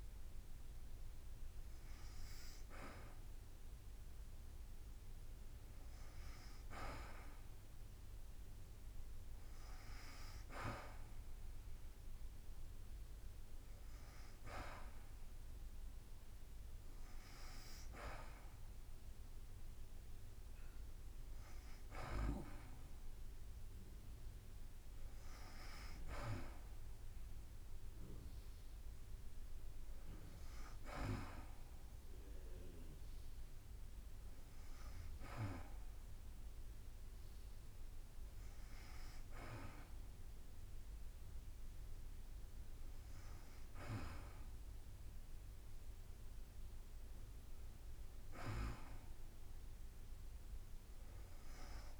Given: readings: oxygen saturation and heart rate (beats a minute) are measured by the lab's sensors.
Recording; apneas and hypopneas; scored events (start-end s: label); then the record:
breathing in sleep by a room microphone; none
49.50-52.00 s: drop in pulse transit time (device-marked, heart rate 53 before, 53 extreme)
From the record:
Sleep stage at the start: N2 (light sleep); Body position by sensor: on the back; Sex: female